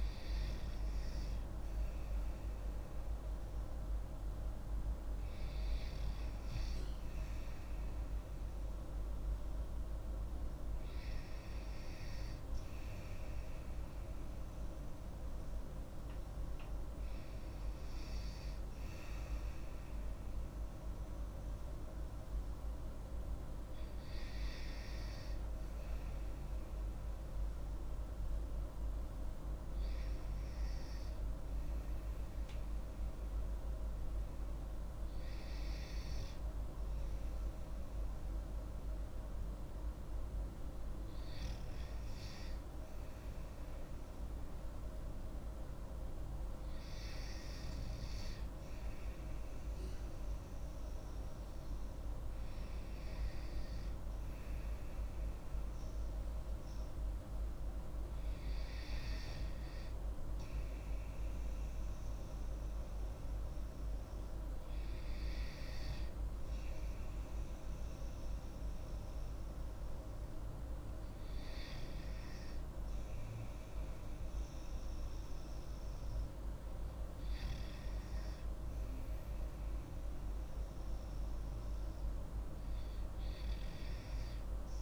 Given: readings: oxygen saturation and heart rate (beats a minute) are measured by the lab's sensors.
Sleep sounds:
breathing in sleep, hard to hear, by a room microphone; 1
10.50-25.50 s: oxygen desaturation (device-marked, oxygen 95% before, 91% lowest)
61.00-80.00 s: hypopnea (oxygen 96% before, 93% lowest)
81.50-84.50 s: arousal
From the record:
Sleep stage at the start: N2 (light sleep); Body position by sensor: on the back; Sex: female

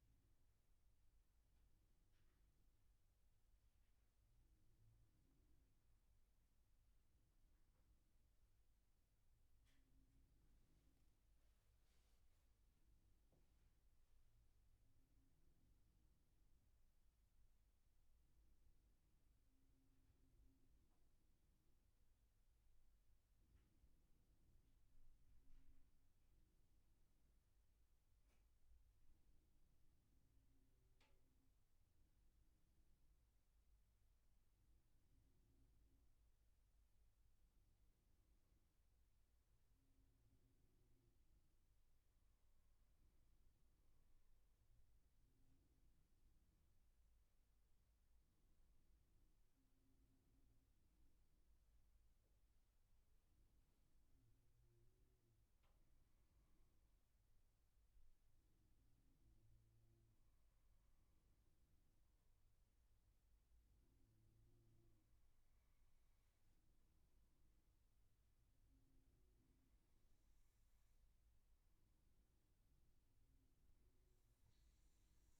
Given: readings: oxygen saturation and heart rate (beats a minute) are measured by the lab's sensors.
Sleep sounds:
breathing in sleep, hard to hear, by a room microphone; none
12.50-16.00 s: arousal
From the record:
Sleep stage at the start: N2 (light sleep); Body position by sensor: on the back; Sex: male

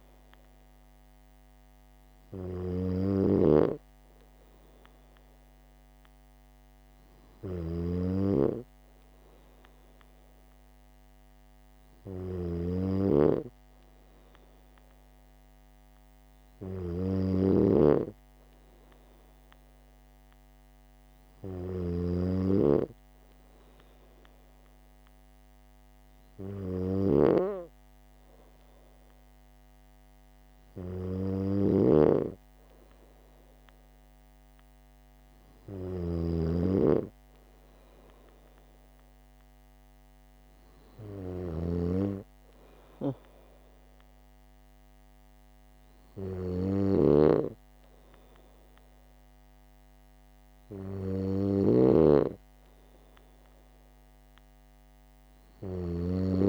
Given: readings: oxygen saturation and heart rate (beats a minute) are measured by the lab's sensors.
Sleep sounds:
breathing in sleep by a microphone on the trachea; none
0.00-56.49 s: snoring (device-marked)
From the record:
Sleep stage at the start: N2 (light sleep); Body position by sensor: on the right side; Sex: female

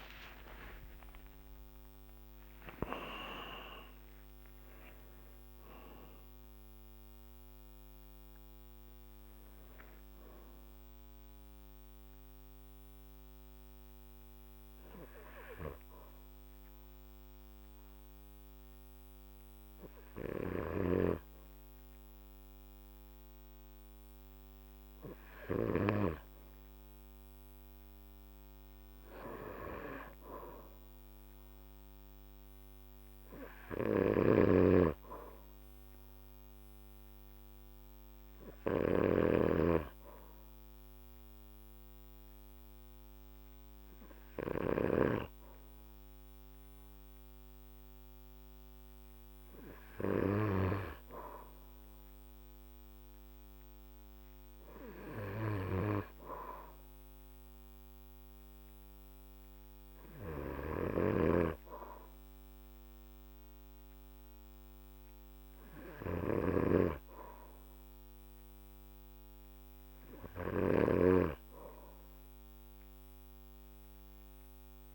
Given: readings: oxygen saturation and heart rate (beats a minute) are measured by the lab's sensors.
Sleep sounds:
breathing in sleep by a microphone on the trachea; 1
0.00-10.00 s: oxygen desaturation (device-marked, oxygen 98% before, 95% lowest, heart rate 71 before, 51 extreme)
0.50-2.50 s: long interval between heartbeats (device-marked, heart rate 71 before, 165 extreme)
3.00-5.00 s: long interval between heartbeats (device-marked, heart rate 87 before, 127 extreme)
20.00-26.00 s: snoring (device-marked)
21.00-30.00 s: oxygen desaturation (device-marked, oxygen 97% before, 91% lowest, heart rate 92 before, 51 extreme)
33.50-50.50 s: snoring (device-marked)
38.00-49.00 s: hypopnea (oxygen 100% before, 96% lowest, heart rate 54 before, 53 extreme, up 2 after)
51.50-55.50 s: arousal
60.00-70.50 s: snoring (device-marked)
From the record:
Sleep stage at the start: N2 (light sleep); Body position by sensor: on the back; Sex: male

